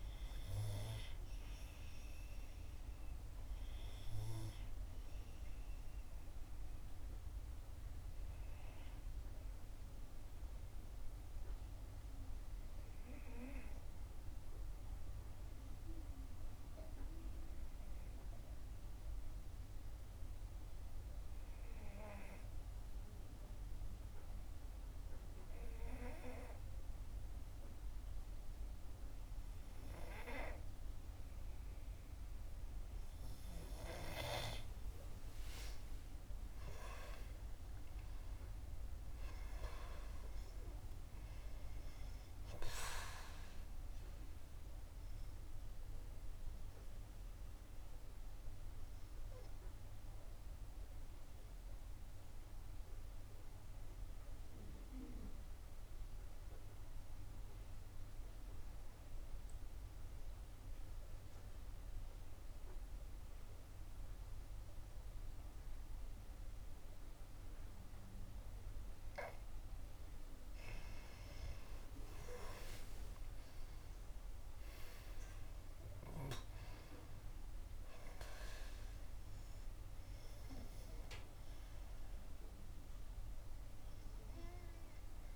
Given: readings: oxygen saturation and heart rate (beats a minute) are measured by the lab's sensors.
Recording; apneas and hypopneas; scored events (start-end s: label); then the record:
breathing in sleep by a room microphone; 2
0.00-25.50 s: oxygen desaturation (device-marked, oxygen 89% lowest, heart rate 55 extreme)
9.00-34.00 s: obstructive apnea (oxygen 98% before, 89% lowest, heart rate 64 before, 52 extreme, up 9 after)
35.50-40.00 s: arousal
46.00-68.50 s: obstructive apnea (oxygen 98% before, 90% lowest, heart rate 63 before, 52 extreme, up 13 after)
72.00-76.00 s: arousal
72.50-80.50 s: oxygen desaturation (device-marked, oxygen 97% before, 93% lowest, heart rate 56 before, 55 extreme)
From the record:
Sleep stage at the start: N2 (light sleep); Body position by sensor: on the back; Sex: female